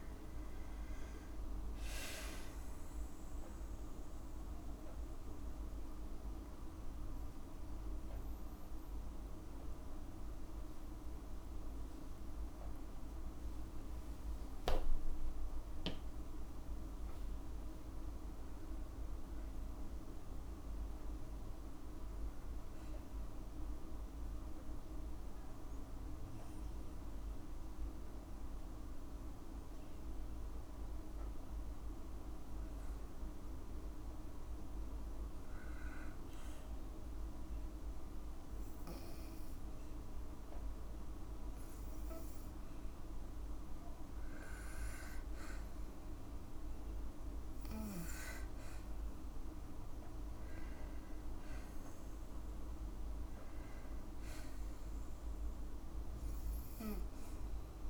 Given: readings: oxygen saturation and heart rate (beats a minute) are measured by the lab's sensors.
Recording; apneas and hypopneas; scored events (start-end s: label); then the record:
breathing in sleep, hard to hear, by a room microphone; 1
15.00-18.00 s: arousal
23.50-38.50 s: obstructive apnea (oxygen 98% before, 94% lowest, heart rate 55 before, 52 extreme, up 3 after)
41.50-45.00 s: arousal
From the record:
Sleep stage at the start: N2 (light sleep); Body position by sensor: on the back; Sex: female